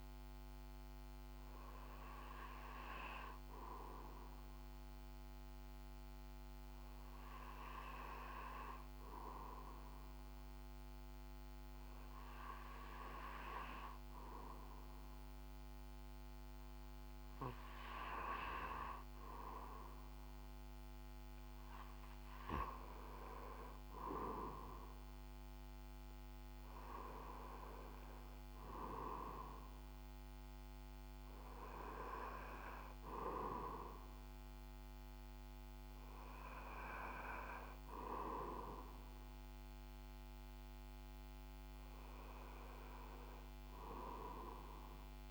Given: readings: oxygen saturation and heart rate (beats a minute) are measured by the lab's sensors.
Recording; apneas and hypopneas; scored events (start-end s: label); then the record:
breathing in sleep by a microphone on the trachea; 1
5.00-19.00 s: hypopnea (oxygen 97% before, 95% lowest, heart rate 66 before, 64 extreme, up 1 after)
21.50-24.50 s: arousal
From the record:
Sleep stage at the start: REM sleep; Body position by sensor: on the back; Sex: male